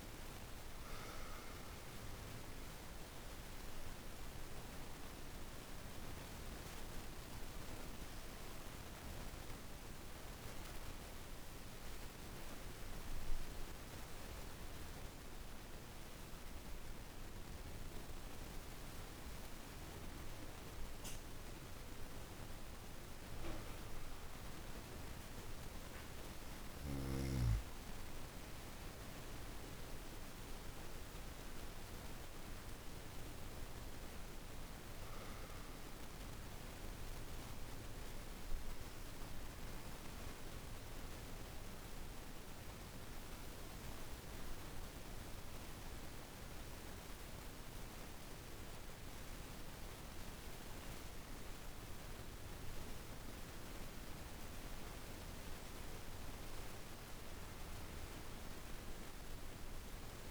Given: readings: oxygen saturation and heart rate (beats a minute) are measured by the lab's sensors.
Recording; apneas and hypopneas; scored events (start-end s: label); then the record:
breathing in sleep, hard to hear, by a room microphone; 2
0.00-15.50 s: oxygen desaturation (device-marked, oxygen 82% lowest, heart rate 53 extreme)
2.00-20.00 s: obstructive apnea (oxygen 98% before, 82% lowest, heart rate 54 before, 51 extreme, up 3 after)
22.00-25.50 s: arousal
22.50-49.50 s: oxygen desaturation (device-marked, oxygen 98% before, 88% lowest, heart rate 54 before, 50 extreme)
37.50-53.00 s: obstructive apnea (oxygen 98% before, 83% lowest, heart rate 55 before, 50 extreme, up 9 after)
55.00-59.00 s: arousal
From the record:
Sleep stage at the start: N2 (light sleep); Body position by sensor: on the back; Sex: female